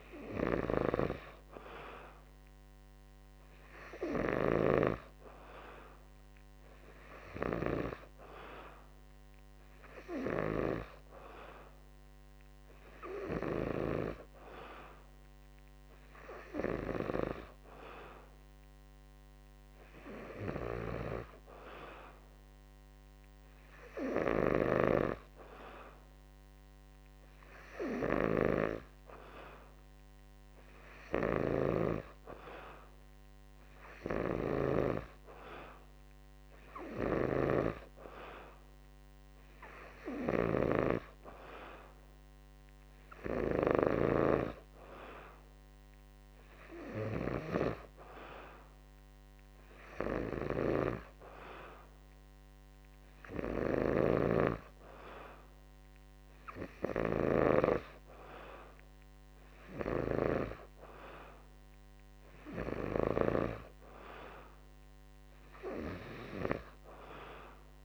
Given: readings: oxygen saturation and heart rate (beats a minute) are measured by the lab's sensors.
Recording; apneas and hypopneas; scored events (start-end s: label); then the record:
breathing in sleep by a microphone on the trachea; none
none scored
From the record:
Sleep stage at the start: N2 (light sleep); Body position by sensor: on the back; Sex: male